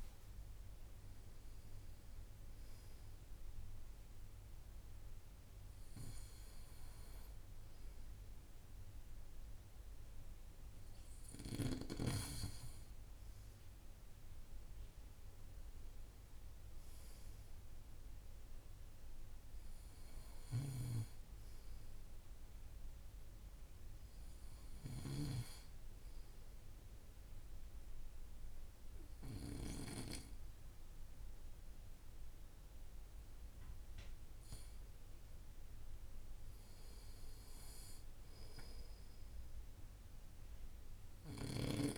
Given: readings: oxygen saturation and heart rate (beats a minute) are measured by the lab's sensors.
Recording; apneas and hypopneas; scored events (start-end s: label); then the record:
breathing in sleep by a room microphone; 1
26.00-37.00 s: obstructive apnea (oxygen 95% before, 92% lowest, heart rate 60 before, 57 extreme, up 2 after)
39.50-41.98 s: arousal
From the record:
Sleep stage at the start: N2 (light sleep); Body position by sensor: on the right side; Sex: male